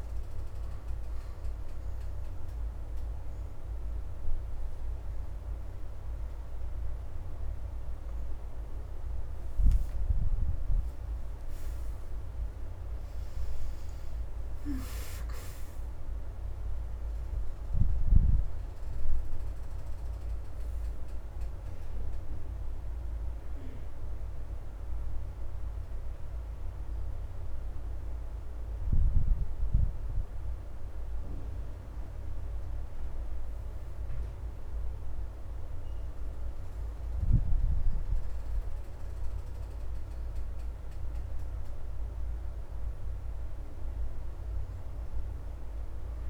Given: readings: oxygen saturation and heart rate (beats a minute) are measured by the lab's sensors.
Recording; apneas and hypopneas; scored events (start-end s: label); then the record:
breathing in sleep, hard to hear, by a room microphone; none
0.00-20.00 s: oxygen desaturation (device-marked, oxygen 79% lowest, heart rate 71 extreme)
31.00-44.00 s: oxygen desaturation (device-marked, oxygen 87% before, 81% lowest, heart rate 84 before, 72 extreme)
From the record:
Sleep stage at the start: N1 (lightest sleep); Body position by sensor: on the back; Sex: female